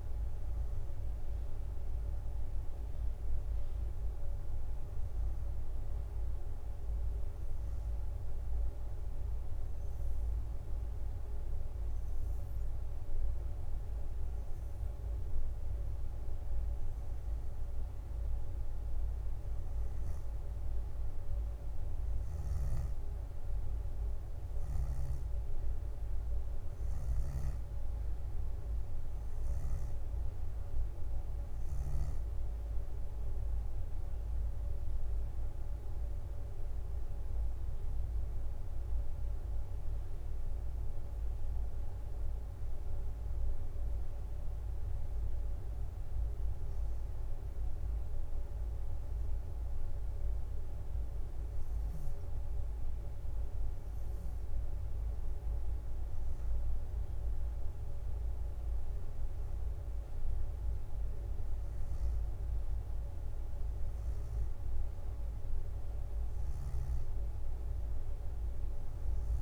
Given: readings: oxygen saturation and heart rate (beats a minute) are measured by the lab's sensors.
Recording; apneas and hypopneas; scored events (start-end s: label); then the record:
breathing in sleep, hard to hear, by a room microphone; 2
7.50-18.00 s: hypopnea (oxygen 94% before, 90% lowest, heart rate 67 before, 65 extreme, up 3 after)
20.50-24.00 s: arousal
41.00-43.50 s: arousal
41.50-50.00 s: leg movement (device-marked)
46.00-57.00 s: hypopnea (oxygen 93% before, 89% lowest, heart rate 69 before, 63 extreme, up 6 after)
59.50-64.50 s: arousal
From the record:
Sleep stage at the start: N2 (light sleep); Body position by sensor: on the back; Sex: female